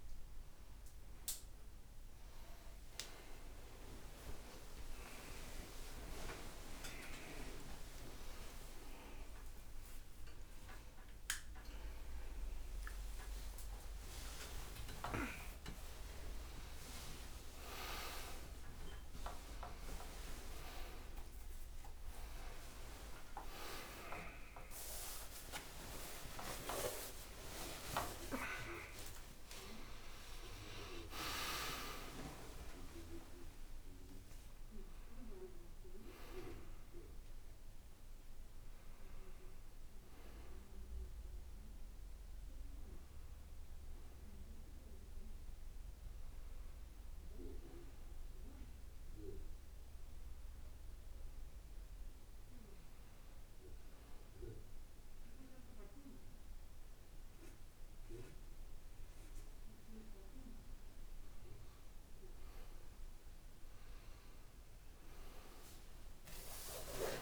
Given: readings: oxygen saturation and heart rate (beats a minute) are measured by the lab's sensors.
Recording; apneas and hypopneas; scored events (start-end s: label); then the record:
a person awake in a sleep study, by a room microphone; none
0.00-11.00 s: oxygen desaturation (device-marked, oxygen 91% lowest, heart rate 85 extreme)
36.00-43.00 s: oxygen desaturation (device-marked, oxygen 98% before, 95% lowest, heart rate 92 before, 59 extreme)
From the record:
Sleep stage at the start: awake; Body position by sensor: on the back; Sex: male